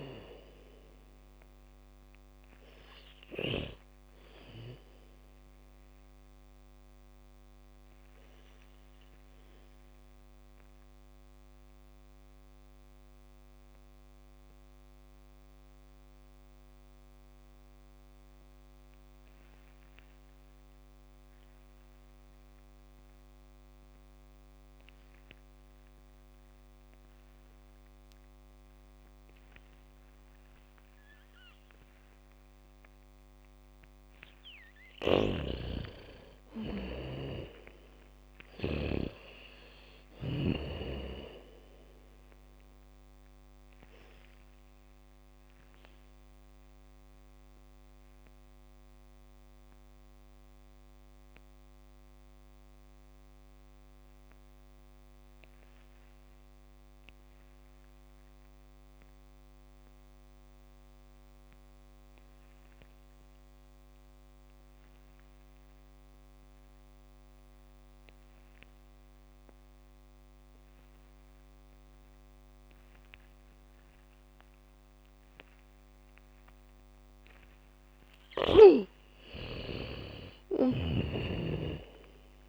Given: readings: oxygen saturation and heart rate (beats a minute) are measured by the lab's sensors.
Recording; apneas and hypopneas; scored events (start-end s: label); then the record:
breathing in sleep by a microphone on the trachea; 2
0.00-21.50 s: oxygen desaturation (device-marked, oxygen 83% lowest, heart rate 43 extreme)
7.50-34.50 s: mixed apnea (oxygen 99% before, 83% lowest, heart rate 60 before, 43 extreme)
31.50-40.50 s: bradycardia (device-marked, heart rate 70 before, 47 extreme)
35.00-39.50 s: snoring (device-marked)
35.50-40.00 s: arousal
35.50-61.50 s: oxygen desaturation (device-marked, oxygen 99% before, 84% lowest, heart rate 73 before, 39 extreme)
48.00-78.00 s: mixed apnea (oxygen 99% before, 83% lowest, heart rate 60 before, 36 extreme)
71.50-82.49 s: oxygen desaturation (device-marked, oxygen 99% before, 83% lowest, heart rate 75 before, 36 extreme)
73.50-82.49 s: bradycardia (device-marked, heart rate 69 before, 39 extreme)
80.50-82.49 s: arousal
From the record:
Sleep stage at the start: N2 (light sleep); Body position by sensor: on the back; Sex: female